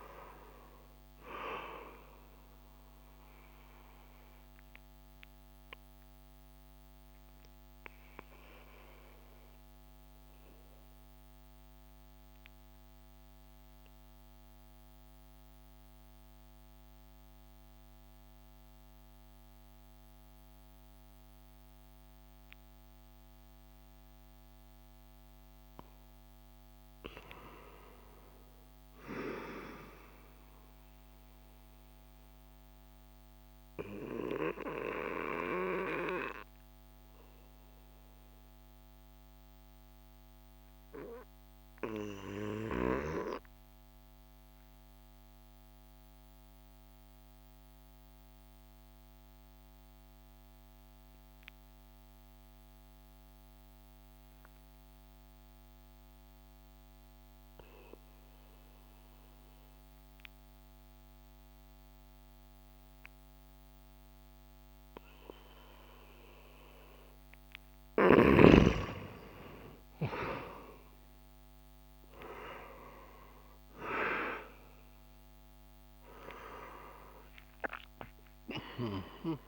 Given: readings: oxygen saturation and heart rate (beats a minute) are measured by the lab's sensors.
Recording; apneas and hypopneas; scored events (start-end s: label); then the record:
breathing in sleep by a microphone on the trachea; 2
0.00-6.00 s: oxygen desaturation (device-marked, oxygen 91% lowest)
3.00-25.00 s: obstructive apnea (oxygen 97% before, 89% lowest)
12.00-23.00 s: oxygen desaturation (device-marked, oxygen 92% before, 89% lowest)
26.00-30.00 s: arousal
32.50-68.50 s: mixed apnea (oxygen 99% before, 88% lowest)
62.00-79.48 s: oxygen desaturation (device-marked, oxygen 96% before, 88% lowest)
72.00-77.50 s: arousal
From the record:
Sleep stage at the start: N2 (light sleep); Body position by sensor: on the back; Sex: male